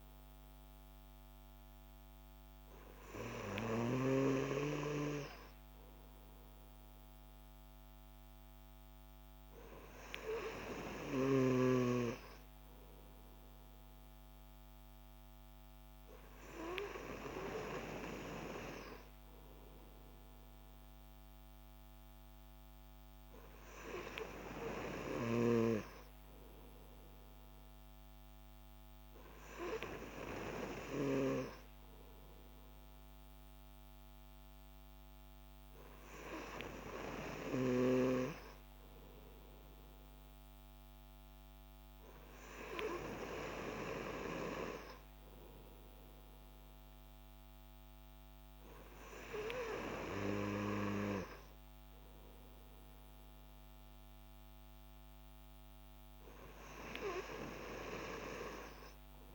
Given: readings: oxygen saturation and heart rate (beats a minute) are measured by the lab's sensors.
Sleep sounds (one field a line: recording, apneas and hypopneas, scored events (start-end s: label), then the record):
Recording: breathing in sleep by a microphone on the trachea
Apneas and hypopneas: none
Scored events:
none scored
From the record:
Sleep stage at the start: N3 (deep sleep)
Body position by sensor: on the back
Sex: male